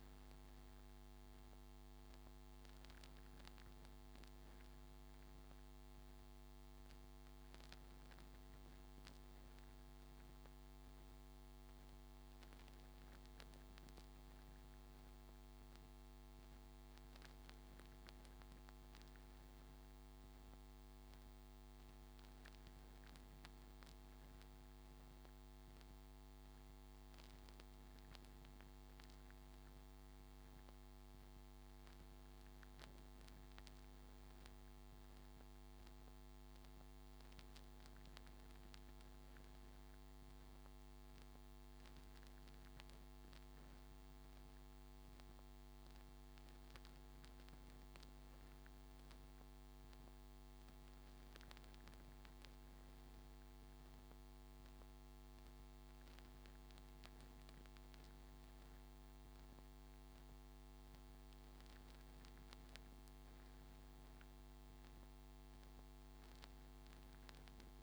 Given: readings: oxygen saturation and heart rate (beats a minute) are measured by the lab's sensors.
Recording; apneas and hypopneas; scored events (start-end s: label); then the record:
breathing in sleep, hard to hear, by a microphone on the trachea; none
none scored
From the record:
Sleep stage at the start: N3 (deep sleep); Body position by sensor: on the front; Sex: male